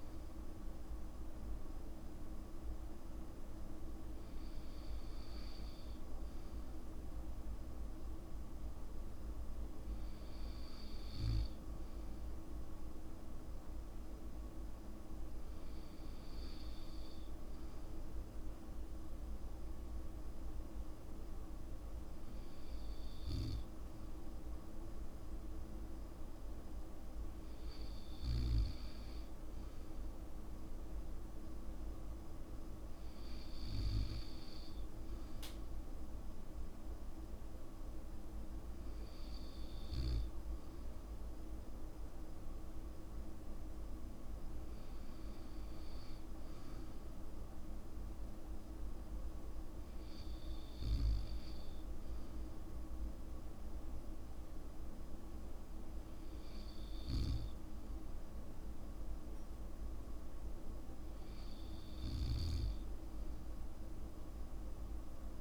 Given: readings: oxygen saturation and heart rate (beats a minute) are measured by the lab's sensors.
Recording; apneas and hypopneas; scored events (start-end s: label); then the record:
breathing in sleep, hard to hear, by a room microphone; none
none scored
From the record:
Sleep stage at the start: N2 (light sleep); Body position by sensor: on the back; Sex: male